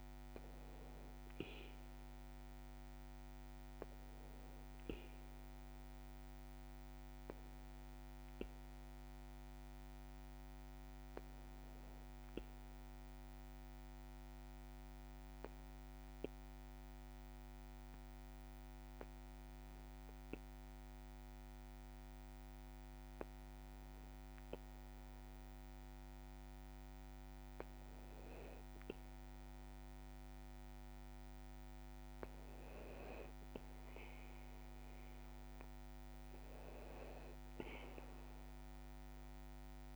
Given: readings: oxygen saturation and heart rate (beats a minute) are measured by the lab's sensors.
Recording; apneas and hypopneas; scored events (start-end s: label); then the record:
breathing in sleep by a microphone on the trachea; 1
9.50-26.00 s: hypopnea (oxygen 97% before, 95% lowest, heart rate 56 before, 53 extreme, up 2 after)
28.00-31.50 s: arousal
From the record:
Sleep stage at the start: N2 (light sleep); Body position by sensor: on the back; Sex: male